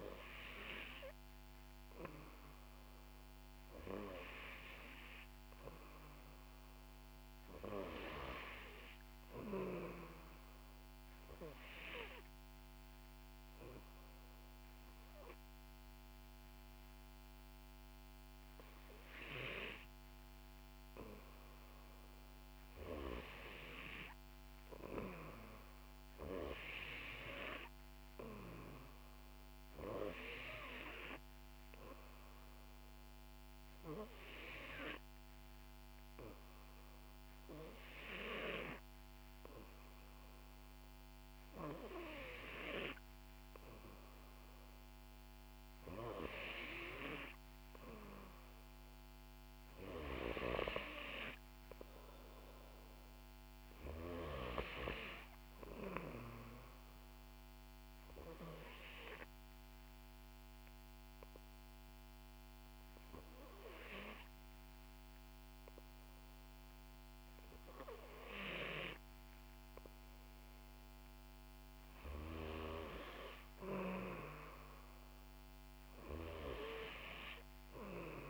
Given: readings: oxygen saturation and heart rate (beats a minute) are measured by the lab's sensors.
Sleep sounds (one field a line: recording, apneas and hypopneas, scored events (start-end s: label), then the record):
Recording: breathing in sleep by a microphone on the trachea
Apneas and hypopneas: 2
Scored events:
0.00-1.50 s: arousal
11.00-22.00 s: obstructive apnea (oxygen 93% before, 90% lowest, heart rate 62 before, 62 extreme, up 4 after)
24.00-28.00 s: arousal
52.00-56.00 s: arousal
59.00-71.50 s: obstructive apnea (oxygen 92% before, 90% lowest, heart rate 64 before, 59 extreme, up 6 after)
74.00-77.00 s: arousal
From the record:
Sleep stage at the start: N2 (light sleep)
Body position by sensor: on the back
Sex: female